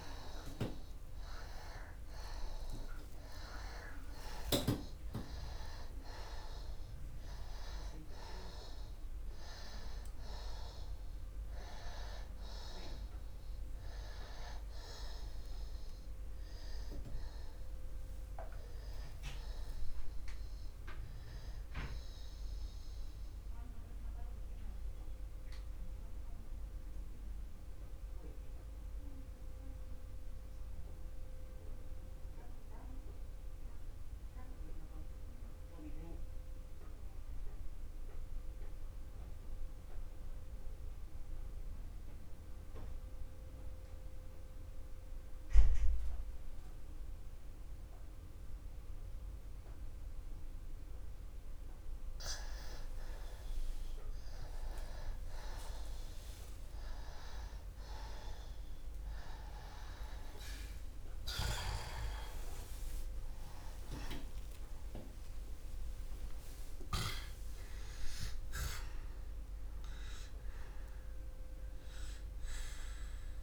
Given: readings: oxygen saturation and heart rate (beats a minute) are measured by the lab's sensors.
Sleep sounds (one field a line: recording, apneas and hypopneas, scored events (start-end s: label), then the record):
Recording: breathing in sleep by a room microphone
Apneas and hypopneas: 1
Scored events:
0.00-11.00 s: oxygen desaturation (device-marked, oxygen 91% lowest)
13.00-28.00 s: oxygen desaturation (device-marked, oxygen 93% before, 84% lowest, heart rate 77 before, 27 extreme)
17.00-21.00 s: arousal
23.00-52.50 s: mixed apnea (oxygen 96% before, 83% lowest, heart rate 56 before, 33 extreme, up 17 after)
50.00-73.43 s: oxygen desaturation (device-marked, oxygen 97% before, 83% lowest, heart rate 46 before, 30 extreme)
61.50-66.50 s: arousal
From the record:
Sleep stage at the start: N2 (light sleep)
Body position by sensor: on the back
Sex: male